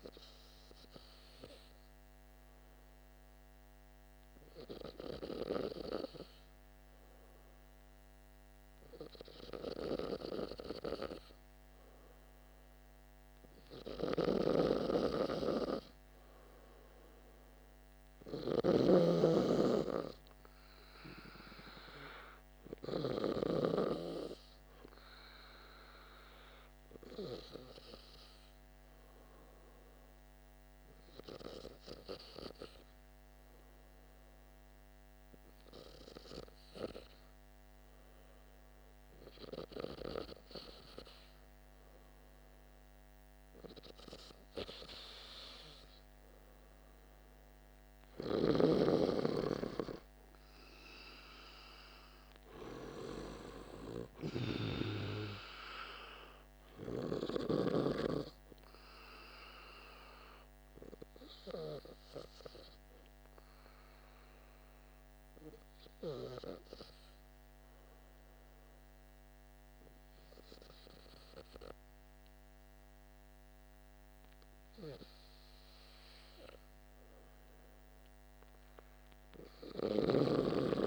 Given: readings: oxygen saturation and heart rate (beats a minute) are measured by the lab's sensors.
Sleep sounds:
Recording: breathing in sleep by a microphone on the trachea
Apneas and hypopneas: 2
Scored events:
13.50-18.50 s: snoring (device-marked)
16.00-42.00 s: oxygen desaturation (device-marked, oxygen 97% before, 93% lowest, heart rate 51 before, 49 extreme)
26.00-39.50 s: hypopnea (oxygen 97% before, 93% lowest, heart rate 53 before, 50 extreme, up 2 after)
45.00-49.00 s: arousal
61.00-75.50 s: hypopnea (oxygen 97% before, 94% lowest, heart rate 54 before, 49 extreme, up 4 after)
78.00-80.87 s: arousal
79.50-80.87 s: snoring (device-marked)
From the record:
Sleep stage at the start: N2 (light sleep)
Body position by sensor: on the back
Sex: male

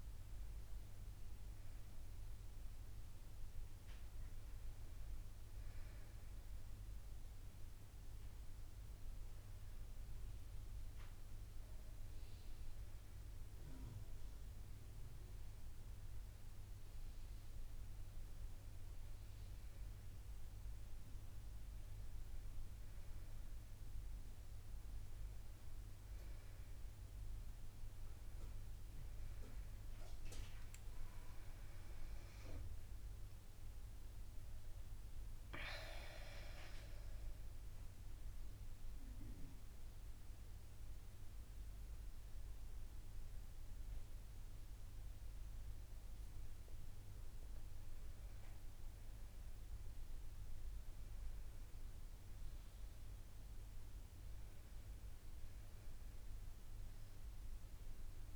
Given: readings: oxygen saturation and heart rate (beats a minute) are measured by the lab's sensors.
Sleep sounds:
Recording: breathing in sleep, hard to hear, by a room microphone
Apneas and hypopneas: 1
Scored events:
30.00-34.00 s: arousal
36.00-47.50 s: central apnea (oxygen 97% before, 94% lowest, heart rate 75 before, 72 extreme, up 2 after)
50.00-53.50 s: arousal
From the record:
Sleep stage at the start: N2 (light sleep)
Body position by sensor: on the back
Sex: female

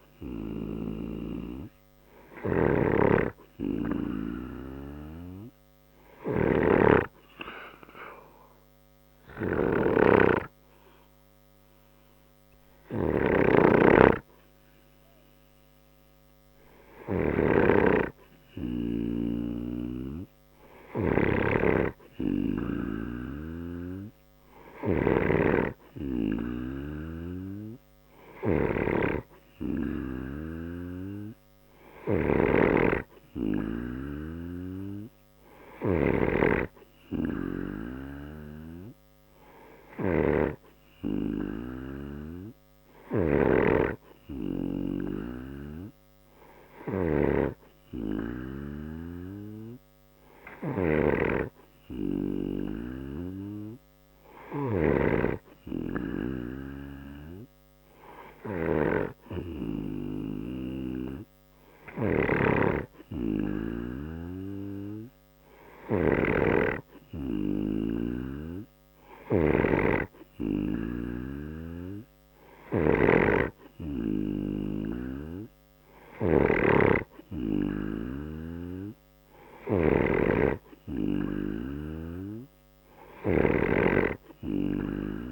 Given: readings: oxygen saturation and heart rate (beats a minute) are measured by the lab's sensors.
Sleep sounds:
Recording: breathing in sleep by a microphone on the trachea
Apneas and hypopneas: none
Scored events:
2.00-36.00 s: snoring (device-marked)
42.50-54.50 s: snoring (device-marked)
61.50-83.00 s: snoring (device-marked)
From the record:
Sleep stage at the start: N2 (light sleep)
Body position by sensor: on the right side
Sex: male

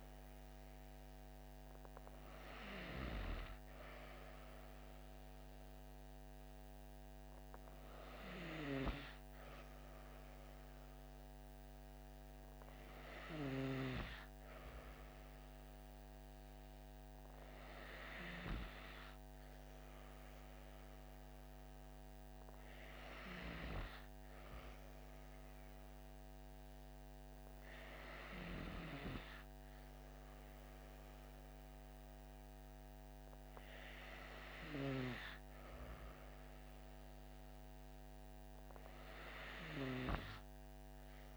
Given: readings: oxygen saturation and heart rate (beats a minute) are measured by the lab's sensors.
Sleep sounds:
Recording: breathing in sleep by a microphone on the trachea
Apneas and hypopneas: none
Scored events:
none scored
From the record:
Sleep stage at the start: N2 (light sleep)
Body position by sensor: on the back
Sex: female

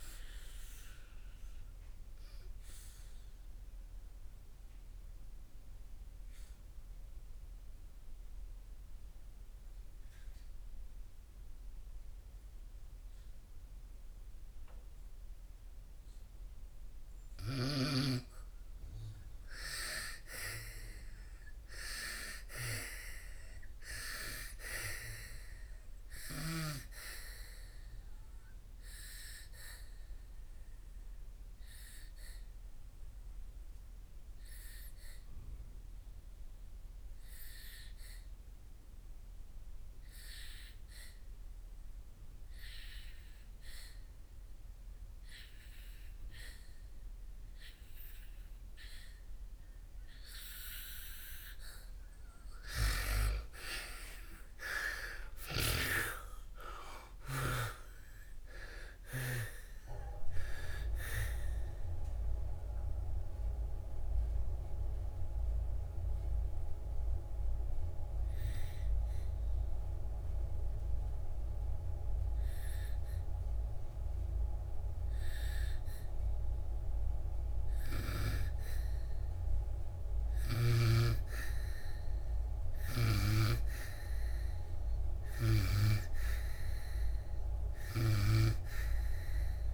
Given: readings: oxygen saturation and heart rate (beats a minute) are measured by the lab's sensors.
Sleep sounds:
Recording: breathing in sleep by a room microphone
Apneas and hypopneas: 3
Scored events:
0.00-17.50 s: oxygen desaturation (device-marked, oxygen 80% lowest, heart rate 60 extreme)
1.00-18.00 s: obstructive apnea (oxygen 99% before, 80% lowest, heart rate 72 before, 60 extreme, up 12 after)
20.00-23.00 s: arousal
25.50-39.50 s: oxygen desaturation (device-marked, oxygen 98% before, 89% lowest, heart rate 64 before, 60 extreme)
28.00-52.00 s: obstructive apnea (oxygen 98% before, 81% lowest, heart rate 65 before, 58 extreme, up 18 after)
44.50-81.50 s: oxygen desaturation (device-marked, oxygen 97% before, 81% lowest, heart rate 67 before, 58 extreme)
53.00-57.00 s: arousal
61.00-78.50 s: obstructive apnea (oxygen 97% before, 81% lowest, heart rate 66 before, 58 extreme, up 12 after)
80.50-84.00 s: arousal
From the record:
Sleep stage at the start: N2 (light sleep)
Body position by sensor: on the back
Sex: female

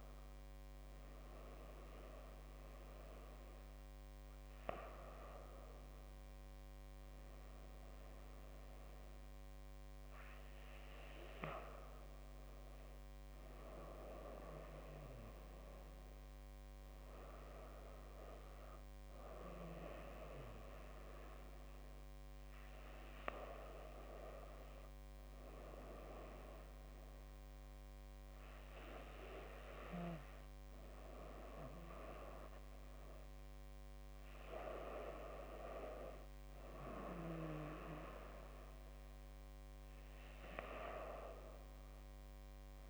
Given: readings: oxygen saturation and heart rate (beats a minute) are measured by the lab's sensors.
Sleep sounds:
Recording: breathing in sleep by a microphone on the trachea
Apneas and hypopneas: none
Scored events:
none scored
From the record:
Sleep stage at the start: N2 (light sleep)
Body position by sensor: on the back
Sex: female

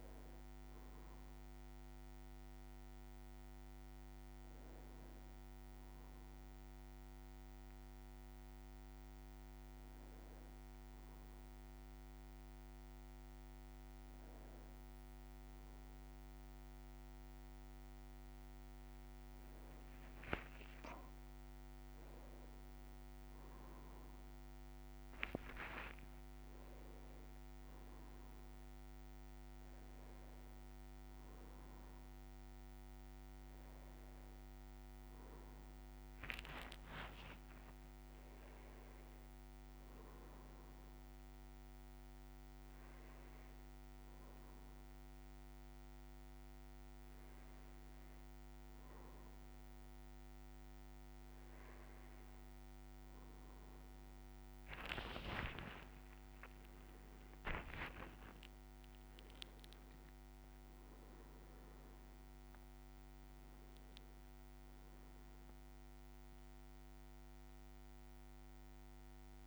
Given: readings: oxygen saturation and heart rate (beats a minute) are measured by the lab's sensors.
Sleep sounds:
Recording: a person awake in a sleep study, by a microphone on the trachea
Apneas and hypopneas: none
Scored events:
53.00-69.47 s: new sleep stage, N1 (lightest sleep)
From the record:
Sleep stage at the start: awake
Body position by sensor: on the back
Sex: male

